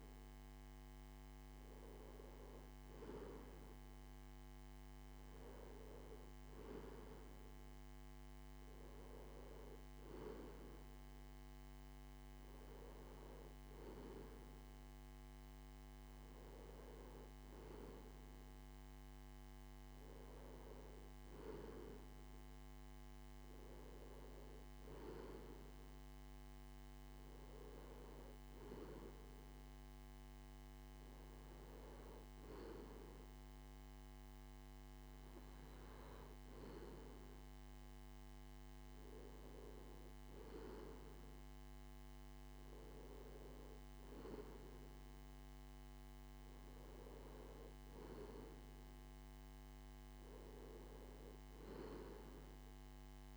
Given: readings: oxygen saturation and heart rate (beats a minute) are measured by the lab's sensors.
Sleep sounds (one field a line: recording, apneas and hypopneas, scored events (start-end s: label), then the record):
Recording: breathing in sleep by a microphone on the trachea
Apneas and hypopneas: none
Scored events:
none scored
From the record:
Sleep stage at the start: N2 (light sleep)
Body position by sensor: on the left side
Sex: male